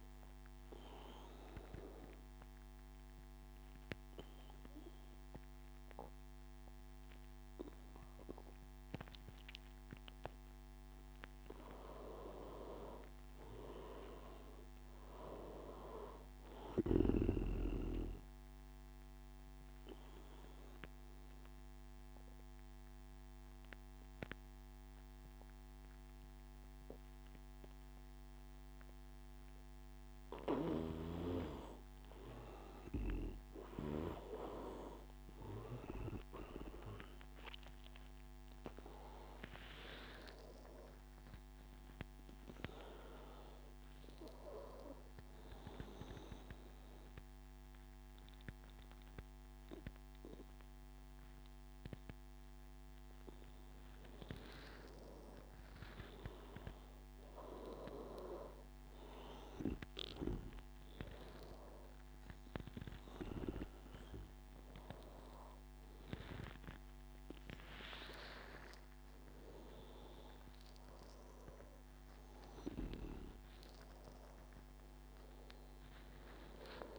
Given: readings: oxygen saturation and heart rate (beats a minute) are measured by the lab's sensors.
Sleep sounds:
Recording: breathing in sleep by a microphone on the trachea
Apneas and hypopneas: 2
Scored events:
0.00-15.50 s: oxygen desaturation (device-marked, oxygen 89% lowest, heart rate 83 extreme)
1.00-11.50 s: obstructive apnea (oxygen 97% before, 89% lowest, heart rate 85 before, 83 extreme, up 10 after)
13.00-16.50 s: arousal
19.50-30.50 s: obstructive apnea (oxygen 97% before, 91% lowest, heart rate 91 before, 83 extreme, up 8 after)
31.50-36.00 s: arousal
36.50-54.50 s: oxygen desaturation (device-marked, oxygen 97% before, 91% lowest, heart rate 87 before, 86 extreme)
68.00-72.50 s: arousal
From the record:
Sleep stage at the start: N2 (light sleep)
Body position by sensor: on the back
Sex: male

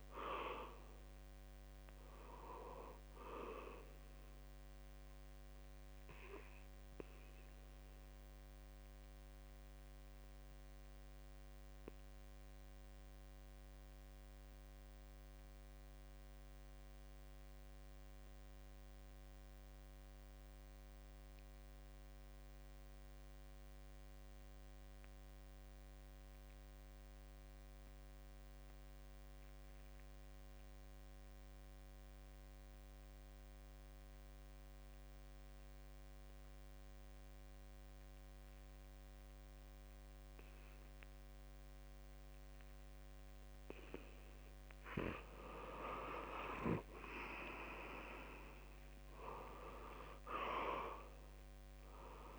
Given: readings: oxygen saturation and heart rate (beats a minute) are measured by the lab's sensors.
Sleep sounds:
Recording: breathing in sleep by a microphone on the trachea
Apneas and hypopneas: 1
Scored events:
0.00-17.00 s: oxygen desaturation (device-marked, oxygen 78% lowest, heart rate 65 extreme)
6.50-44.50 s: obstructive apnea (oxygen 96% before, 78% lowest, heart rate 75 before, 65 extreme, up 18 after)
31.00-52.39 s: oxygen desaturation (device-marked, oxygen 97% before, 79% lowest, heart rate 67 before, 67 extreme)
46.50-51.00 s: arousal
49.00-51.00 s: long interval between heartbeats (device-marked, heart rate 71 before, 85 extreme)
From the record:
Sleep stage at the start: N2 (light sleep)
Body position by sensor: on the back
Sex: male

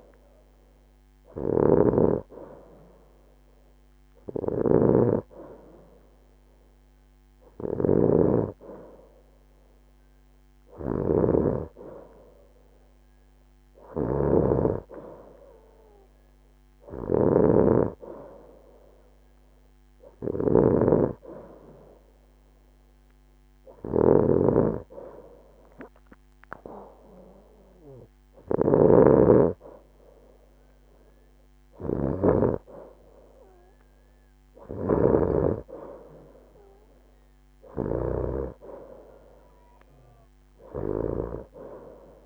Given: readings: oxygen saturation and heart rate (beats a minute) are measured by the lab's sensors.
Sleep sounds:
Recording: breathing in sleep by a microphone on the trachea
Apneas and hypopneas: none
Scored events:
none scored
From the record:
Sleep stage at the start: N2 (light sleep)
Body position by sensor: on the right side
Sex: female

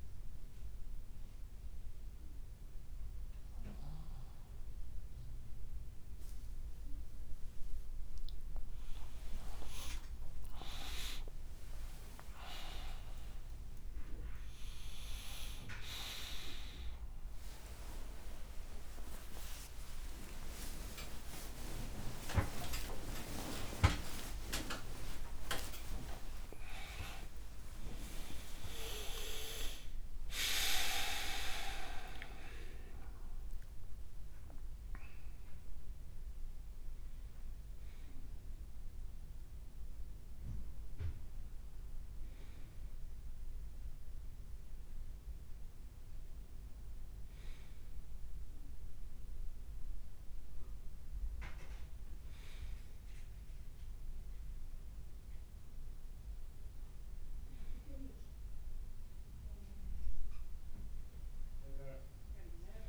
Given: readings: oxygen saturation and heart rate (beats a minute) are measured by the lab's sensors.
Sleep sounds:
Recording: a person awake in a sleep study, by a room microphone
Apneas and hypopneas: none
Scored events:
7.50-15.50 s: leg movement (device-marked)
9.00-11.00 s: long interval between heartbeats (device-marked, heart rate 59 before, 69 extreme)
18.00-31.00 s: tachycardia (device-marked, heart rate 61 before, 163 extreme)
21.00-23.00 s: long interval between heartbeats (device-marked, heart rate 66 before, 104 extreme)
25.00-27.00 s: long interval between heartbeats (device-marked, heart rate 81 before, 146 extreme)
27.50-29.50 s: long interval between heartbeats (device-marked, heart rate 90 before, 144 extreme)
48.00-62.89 s: new sleep stage, N1 (lightest sleep)
From the record:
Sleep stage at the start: awake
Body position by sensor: on the right side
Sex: male

